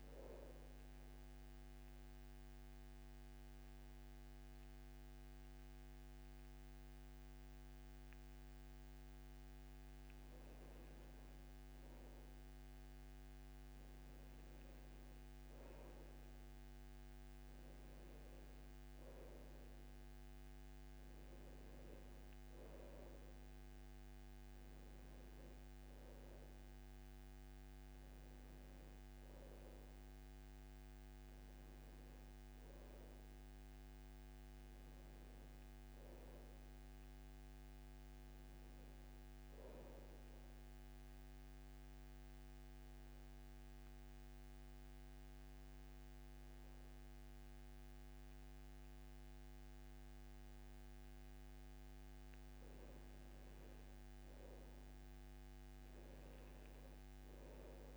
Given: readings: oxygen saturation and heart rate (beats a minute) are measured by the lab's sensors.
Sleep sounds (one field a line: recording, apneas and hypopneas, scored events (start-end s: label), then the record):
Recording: breathing in sleep, hard to hear, by a microphone on the trachea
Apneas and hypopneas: 2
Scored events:
0.50-10.50 s: obstructive apnea (oxygen 98% before, 91% lowest, heart rate 75 before, 63 extreme, up 8 after)
13.50-17.00 s: arousal
20.50-30.50 s: oxygen desaturation (device-marked, oxygen 98% before, 94% lowest, heart rate 68 before, 66 extreme)
34.50-37.50 s: arousal
40.00-52.00 s: obstructive apnea (oxygen 98% before, 91% lowest, heart rate 72 before, 66 extreme, up 9 after)
55.00-57.97 s: arousal
From the record:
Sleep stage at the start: N2 (light sleep)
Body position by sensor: on the back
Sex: male